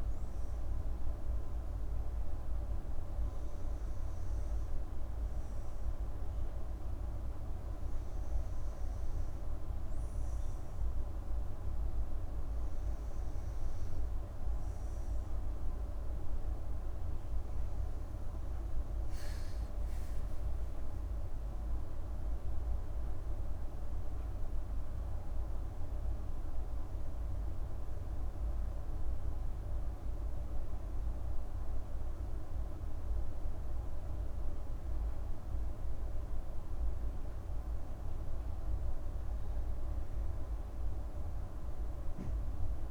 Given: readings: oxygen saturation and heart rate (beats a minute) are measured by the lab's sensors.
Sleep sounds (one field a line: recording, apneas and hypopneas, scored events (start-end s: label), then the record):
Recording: breathing in sleep, hard to hear, by a room microphone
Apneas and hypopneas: none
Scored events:
19.50-23.00 s: arousal
From the record:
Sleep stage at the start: N2 (light sleep)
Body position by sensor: on the back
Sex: female